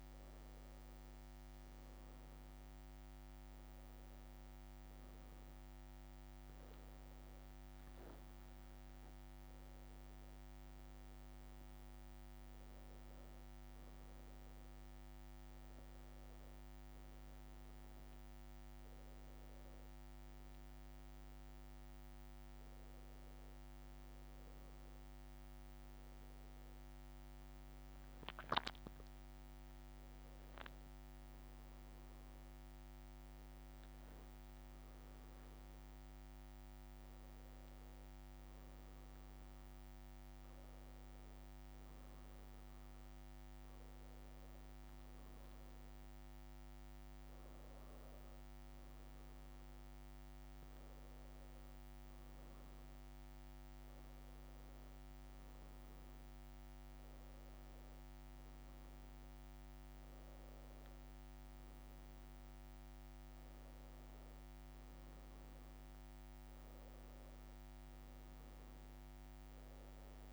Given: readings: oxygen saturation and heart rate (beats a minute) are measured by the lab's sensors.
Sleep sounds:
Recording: breathing in sleep, hard to hear, by a microphone on the trachea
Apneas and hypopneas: none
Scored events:
9.00-12.50 s: arousal
From the record:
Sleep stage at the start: N2 (light sleep)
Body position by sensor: on the back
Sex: male

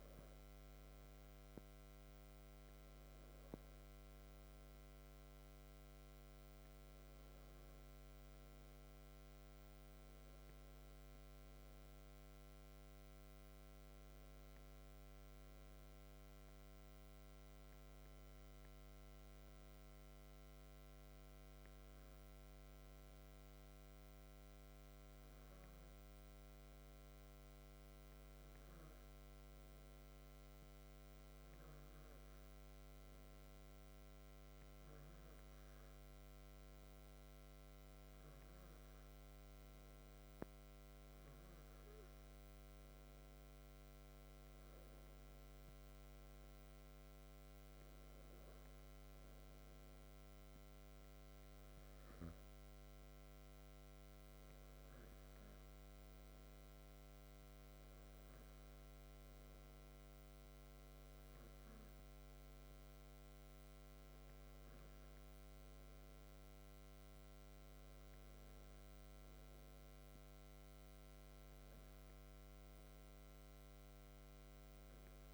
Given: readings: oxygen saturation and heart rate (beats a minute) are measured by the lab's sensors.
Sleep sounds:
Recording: breathing in sleep, hard to hear, by a microphone on the trachea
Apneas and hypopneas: 1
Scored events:
18.50-40.50 s: hypopnea (oxygen 97% before, 94% lowest, heart rate 60 before, 60 extreme, up 4 after)
45.50-50.00 s: arousal
From the record:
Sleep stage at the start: N2 (light sleep)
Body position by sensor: on the back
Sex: male

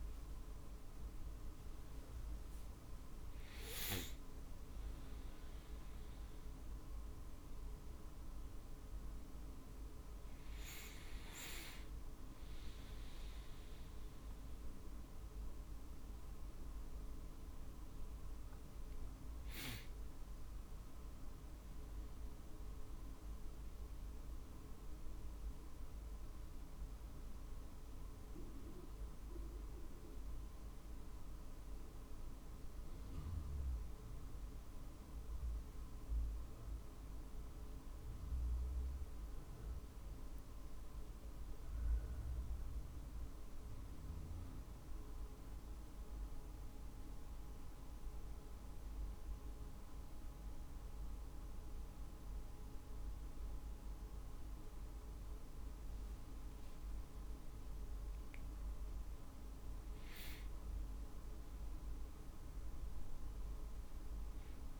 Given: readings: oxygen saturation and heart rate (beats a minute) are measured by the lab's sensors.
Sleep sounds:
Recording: a person awake in a sleep study, hard to hear, by a room microphone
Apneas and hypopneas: none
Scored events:
0.00-5.50 s: drop in pulse transit time (device-marked, heart rate 50 extreme)
13.50-28.50 s: drop in pulse transit time (device-marked, heart rate 50 before, 49 extreme)
From the record:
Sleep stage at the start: awake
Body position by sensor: on the back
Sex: male

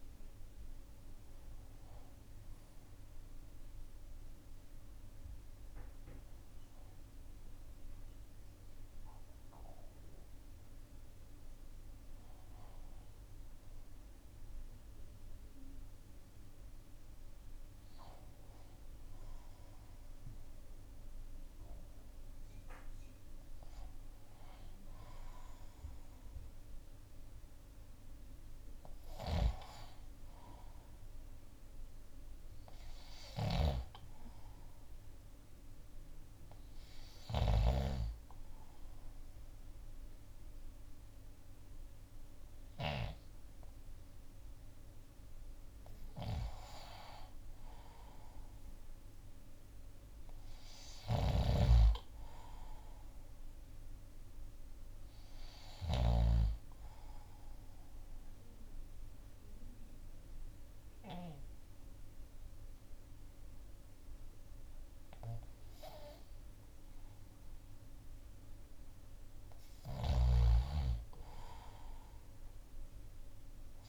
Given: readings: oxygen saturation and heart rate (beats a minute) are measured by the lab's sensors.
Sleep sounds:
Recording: breathing in sleep by a room microphone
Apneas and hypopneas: 1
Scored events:
0.00-18.50 s: oxygen desaturation (device-marked, oxygen 89% lowest, heart rate 58 extreme)
29.00-37.50 s: snoring (device-marked)
32.50-43.50 s: oxygen desaturation (device-marked, oxygen 97% before, 91% lowest, heart rate 61 before, 57 extreme)
47.00-51.00 s: arousal
51.00-56.00 s: snoring (device-marked)
57.00-68.50 s: obstructive apnea (oxygen 96% before, 88% lowest, heart rate 61 before, 57 extreme, up 4 after)
71.00-73.89 s: arousal
From the record:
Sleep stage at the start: N2 (light sleep)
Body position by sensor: on the left side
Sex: male

